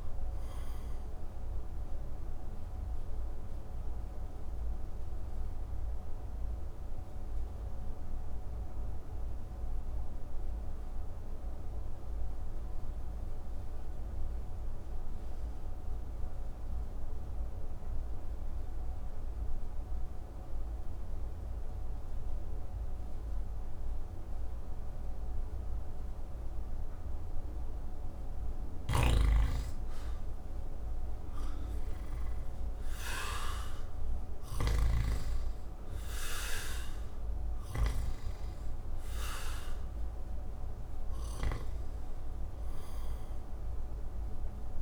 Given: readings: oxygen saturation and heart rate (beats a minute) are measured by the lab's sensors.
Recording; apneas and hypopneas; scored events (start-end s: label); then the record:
breathing in sleep by a room microphone; 1
0.00-17.50 s: oxygen desaturation (device-marked, oxygen 82% lowest)
1.00-27.00 s: obstructive apnea (oxygen 98% before, 81% lowest)
28.50-38.00 s: snoring (device-marked)
28.50-44.82 s: oxygen desaturation (device-marked, oxygen 98% before, 81% lowest)
31.00-35.00 s: arousal
From the record:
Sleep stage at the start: N2 (light sleep); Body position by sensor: on the back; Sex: male